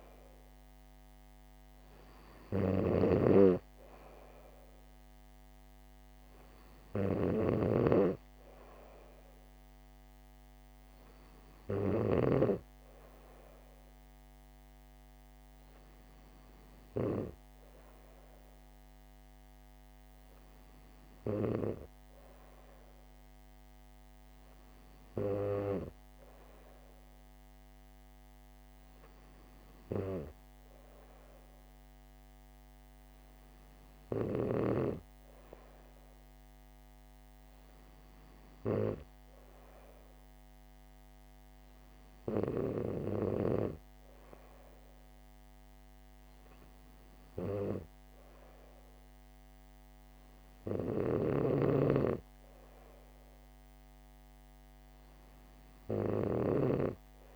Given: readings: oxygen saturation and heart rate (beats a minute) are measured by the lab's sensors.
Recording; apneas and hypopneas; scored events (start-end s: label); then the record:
breathing in sleep by a microphone on the trachea; none
0.00-12.50 s: snoring (device-marked)
49.50-57.36 s: new sleep stage, N3 (deep sleep)
51.50-57.00 s: snoring (device-marked)
From the record:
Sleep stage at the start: N2 (light sleep); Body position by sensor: on the back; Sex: female